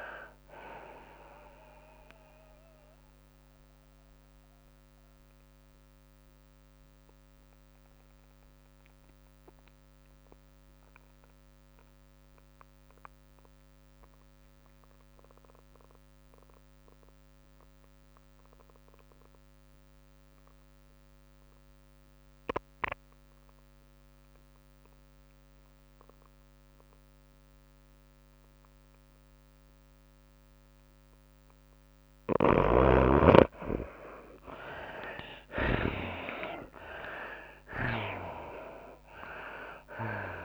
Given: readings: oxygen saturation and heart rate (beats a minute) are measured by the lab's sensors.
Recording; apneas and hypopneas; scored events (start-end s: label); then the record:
breathing in sleep by a microphone on the trachea; 1
0.00-11.00 s: drop in pulse transit time (device-marked, heart rate 99 extreme)
0.00-11.00 s: oxygen desaturation (device-marked, oxygen 57% lowest, heart rate 93 extreme)
0.00-40.45 s: tachycardia (device-marked, heart rate 116 extreme)
3.00-32.00 s: mixed apnea (oxygen 77% before, 57% lowest, heart rate 102 before, 101 extreme, up 9 after)
21.00-40.45 s: oxygen desaturation (device-marked, oxygen 98% before, 64% lowest, heart rate 111 before, 99 extreme)
33.00-36.50 s: snoring (device-marked)
35.50-40.00 s: arousal
37.00-40.45 s: drop in pulse transit time (device-marked, heart rate 103 before, 105 extreme)
From the record:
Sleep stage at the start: N2 (light sleep); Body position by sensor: on the back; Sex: female